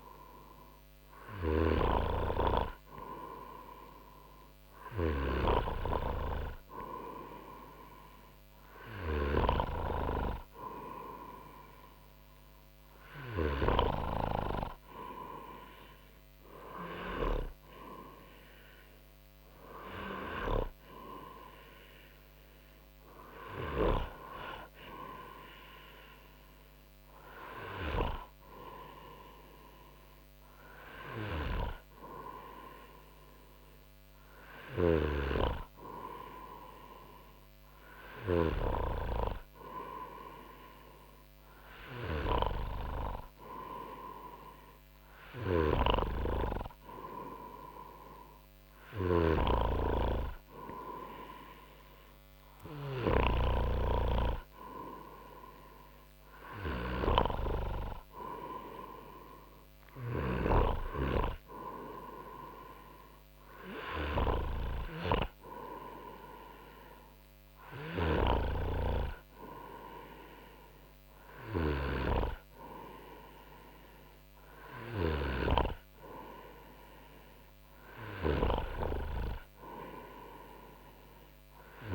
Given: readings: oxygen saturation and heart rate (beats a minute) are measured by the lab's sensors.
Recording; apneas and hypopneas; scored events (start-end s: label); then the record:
breathing in sleep by a microphone on the trachea; none
46.00-54.00 s: snoring (device-marked)
From the record:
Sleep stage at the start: N2 (light sleep); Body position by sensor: on the front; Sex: male